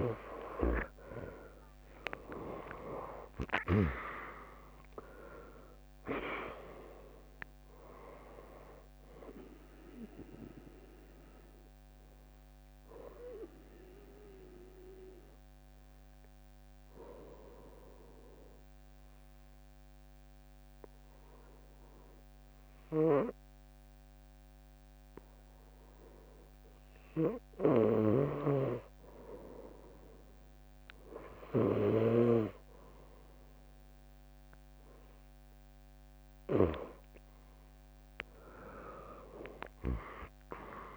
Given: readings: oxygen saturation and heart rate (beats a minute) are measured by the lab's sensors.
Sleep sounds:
breathing in sleep by a microphone on the trachea; 1
1.00-6.00 s: arousal
3.50-24.50 s: drop in pulse transit time (device-marked, heart rate 71 before, 66 extreme)
18.00-28.00 s: obstructive apnea (oxygen 99% before, 96% lowest, heart rate 77 before, 57 extreme)
26.50-33.50 s: bradycardia (device-marked, heart rate 78 before, 57 extreme)
38.00-40.97 s: arousal
39.50-40.97 s: drop in pulse transit time (device-marked, heart rate 69 before, 63 extreme)
From the record:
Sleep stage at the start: N2 (light sleep); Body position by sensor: on the right side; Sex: female

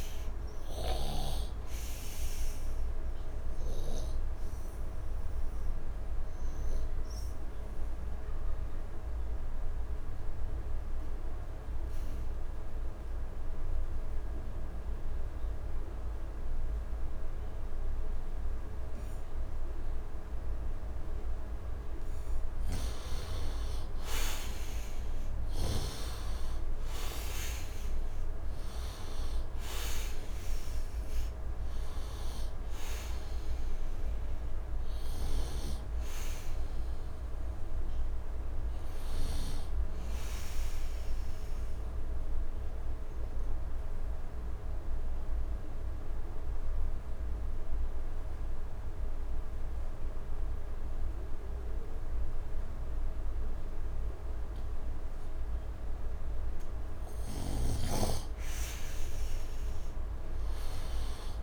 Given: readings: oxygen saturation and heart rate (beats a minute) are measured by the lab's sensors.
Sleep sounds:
breathing in sleep by a room microphone; 2
0.00-1.50 s: snoring (device-marked)
0.00-16.00 s: oxygen desaturation (device-marked, oxygen 88% lowest, heart rate 74 extreme)
4.50-21.00 s: obstructive apnea (oxygen 98% before, 83% lowest, heart rate 81 before, 74 extreme, up 17 after)
22.00-46.00 s: oxygen desaturation (device-marked, oxygen 98% before, 83% lowest, heart rate 77 before, 75 extreme)
23.00-27.50 s: arousal
42.00-57.00 s: obstructive apnea (oxygen 98% before, 89% lowest, heart rate 82 before, 75 extreme, up 7 after)
57.50-61.43 s: snoring (device-marked)
58.50-61.43 s: arousal
60.00-61.43 s: oxygen desaturation (device-marked, oxygen 99% before, 89% lowest, heart rate 76 before, 74 extreme)
From the record:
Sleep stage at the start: N2 (light sleep); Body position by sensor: on the right side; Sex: male

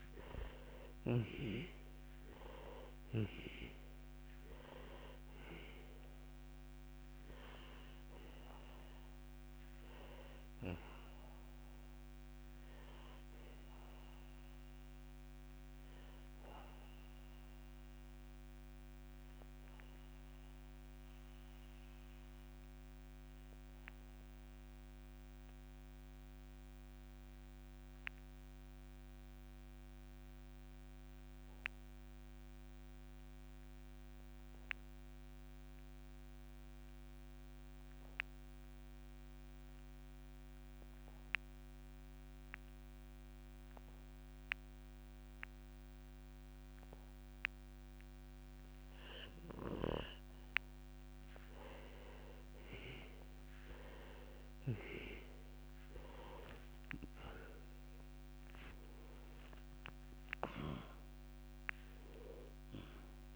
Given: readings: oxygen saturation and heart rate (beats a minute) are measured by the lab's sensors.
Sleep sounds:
breathing in sleep by a microphone on the trachea; 1
0.00-1.50 s: arousal
0.00-1.50 s: snoring (device-marked)
0.00-31.00 s: oxygen desaturation (device-marked, oxygen 88% lowest, heart rate 60 extreme)
17.00-48.50 s: obstructive apnea (oxygen 97% before, 88% lowest, heart rate 65 before, 56 extreme, up 4 after)
51.00-63.36 s: oxygen desaturation (device-marked, oxygen 97% before, 91% lowest, heart rate 62 before, 56 extreme)
56.00-61.00 s: arousal
From the record:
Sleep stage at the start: N2 (light sleep); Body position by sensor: on the back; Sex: male

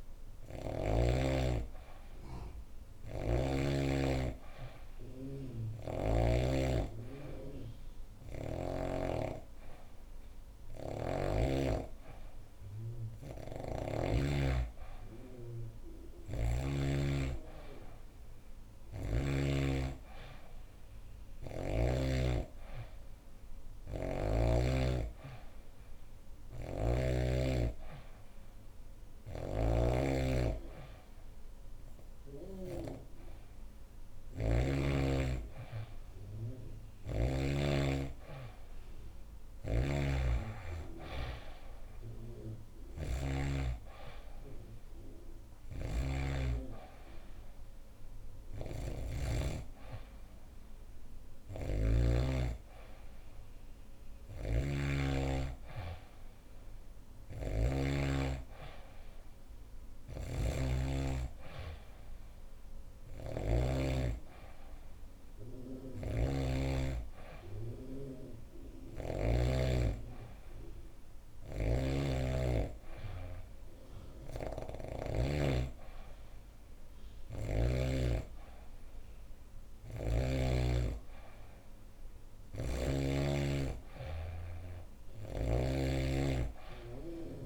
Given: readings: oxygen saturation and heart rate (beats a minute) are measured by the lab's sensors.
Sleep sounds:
breathing in sleep by a room microphone; none
2.50-6.00 s: snoring (device-marked)
15.50-19.00 s: snoring (device-marked)
26.00-34.50 s: snoring (device-marked)
39.00-43.00 s: snoring (device-marked)
45.00-49.00 s: snoring (device-marked)
51.00-57.50 s: snoring (device-marked)
56.00-87.46 s: new sleep stage, N2 (light sleep)
59.50-63.50 s: snoring (device-marked)
65.50-69.00 s: snoring (device-marked)
71.00-75.00 s: snoring (device-marked)
82.00-85.50 s: snoring (device-marked)
From the record:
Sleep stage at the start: N3 (deep sleep); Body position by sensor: on the back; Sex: female

